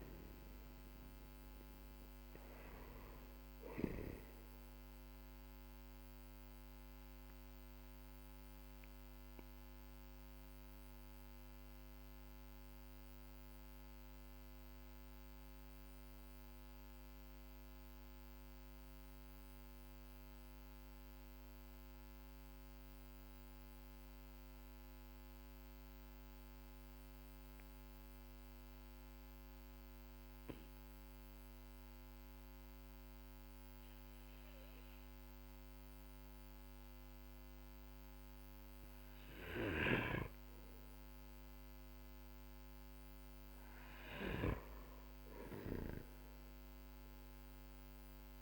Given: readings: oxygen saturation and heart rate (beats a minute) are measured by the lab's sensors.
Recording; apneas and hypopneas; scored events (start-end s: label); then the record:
breathing in sleep by a microphone on the trachea; 1
0.00-28.50 s: oxygen desaturation (device-marked, oxygen 92% lowest, heart rate 43 extreme)
5.50-43.00 s: obstructive apnea (oxygen 99% before, 92% lowest, heart rate 53 before, 43 extreme, up 4 after)
44.50-48.42 s: snoring (device-marked)
45.50-48.42 s: arousal
From the record:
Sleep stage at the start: N2 (light sleep); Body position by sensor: on the back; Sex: male